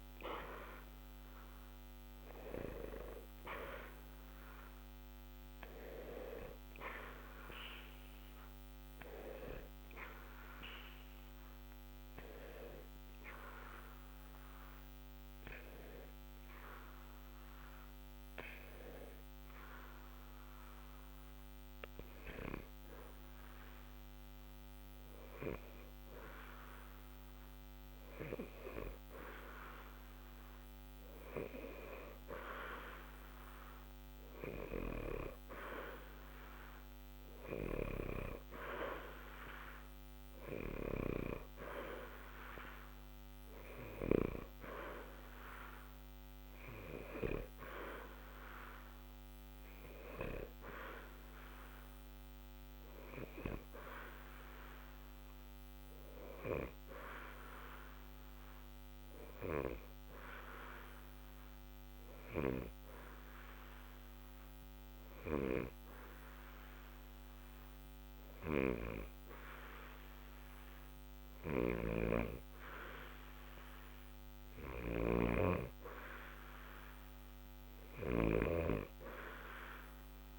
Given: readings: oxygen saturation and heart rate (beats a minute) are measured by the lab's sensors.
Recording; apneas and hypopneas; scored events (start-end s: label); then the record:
breathing in sleep by a microphone on the trachea; 2
9.50-26.00 s: obstructive apnea (oxygen 92% before, 90% lowest, heart rate 60 before, 60 extreme, up 0 after)
28.50-32.00 s: arousal
56.00-72.50 s: hypopnea (oxygen 92% before, 90% lowest, heart rate 60 before, 60 extreme, up 0 after)
75.00-79.50 s: arousal
From the record:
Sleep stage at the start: N2 (light sleep); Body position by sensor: on the back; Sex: male